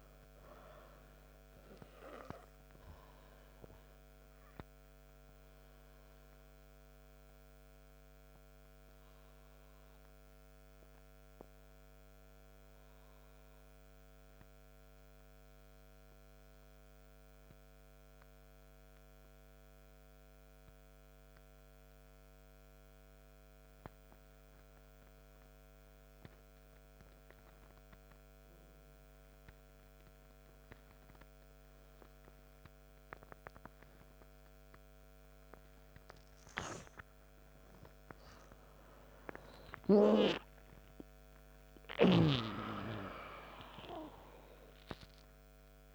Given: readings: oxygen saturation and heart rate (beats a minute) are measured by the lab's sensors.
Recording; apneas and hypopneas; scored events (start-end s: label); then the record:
breathing in sleep by a microphone on the trachea; 1
7.00-37.00 s: mixed apnea (oxygen 97% before, 86% lowest, heart rate 64 before, 54 extreme, up 17 after)
7.50-29.50 s: oxygen desaturation (device-marked, oxygen 96% before, 86% lowest, heart rate 64 before, 54 extreme)
38.50-43.00 s: arousal
From the record:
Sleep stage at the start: N2 (light sleep); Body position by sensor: on the right side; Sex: male